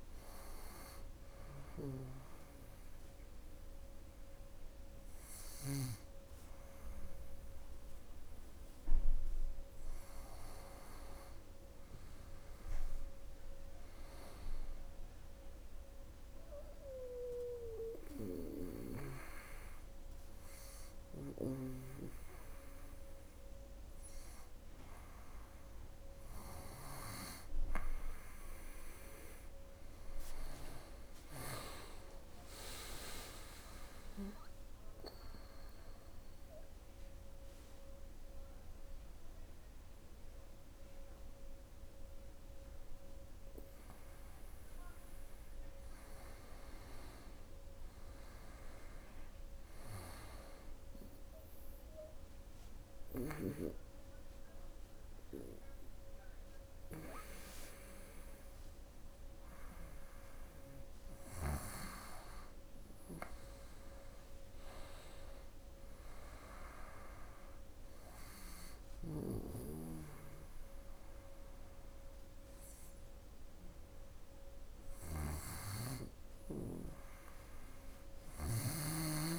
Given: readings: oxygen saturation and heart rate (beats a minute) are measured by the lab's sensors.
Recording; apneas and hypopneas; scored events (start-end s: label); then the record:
breathing in sleep by a room microphone; 3
0.00-1.50 s: long interval between heartbeats (device-marked, heart rate 109 extreme)
8.50-12.00 s: arousal
14.00-25.00 s: obstructive apnea (oxygen 97% before, 95% lowest, heart rate 88 before, 70 extreme, up 10 after)
26.50-30.00 s: arousal
33.50-44.50 s: central apnea (oxygen 98% before, 95% lowest, heart rate 76 before, 70 extreme, up 9 after)
46.00-49.50 s: arousal
52.00-62.00 s: mixed apnea (oxygen 98% before, 96% lowest, heart rate 76 before, 70 extreme, up 12 after)
64.50-68.00 s: arousal
From the record:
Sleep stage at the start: N2 (light sleep); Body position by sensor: on the right side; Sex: female